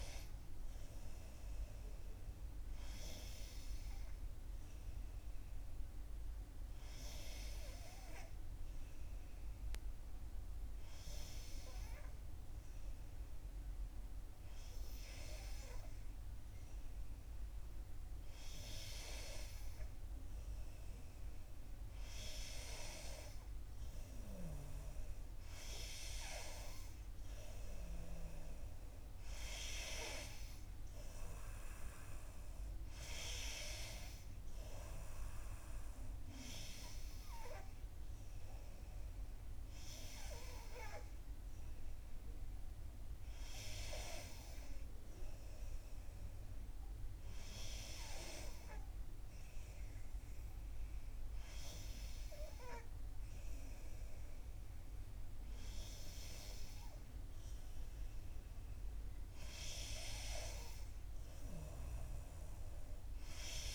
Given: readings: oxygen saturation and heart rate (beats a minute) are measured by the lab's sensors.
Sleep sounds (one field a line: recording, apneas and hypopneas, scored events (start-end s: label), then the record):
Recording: breathing in sleep by a room microphone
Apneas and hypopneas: 1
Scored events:
8.00-10.00 s: long interval between heartbeats (device-marked, heart rate 65 before, 62 extreme)
8.00-20.00 s: hypopnea (oxygen 93% before, 90% lowest, heart rate 65 before, 61 extreme, up 6 after)
21.00-23.00 s: long interval between heartbeats (device-marked, heart rate 63 before, 67 extreme)
22.50-27.00 s: arousal
From the record:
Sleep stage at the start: N2 (light sleep)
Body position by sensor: on the back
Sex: female